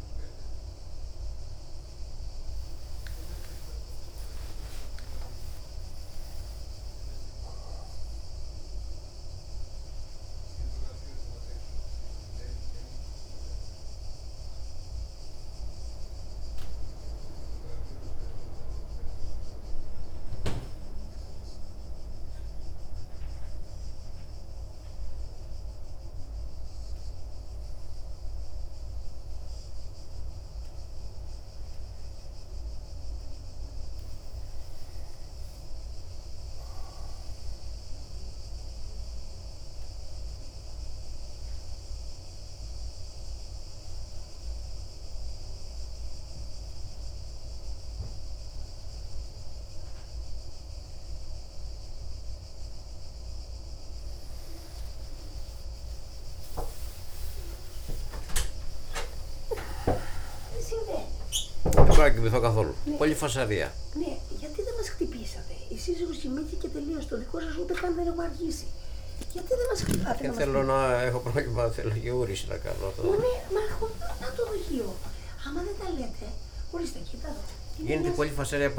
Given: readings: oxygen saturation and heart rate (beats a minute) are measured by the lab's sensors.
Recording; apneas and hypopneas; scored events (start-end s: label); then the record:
a person awake in a sleep study, by a room microphone; none
none scored
From the record:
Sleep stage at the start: awake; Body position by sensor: on the left side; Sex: male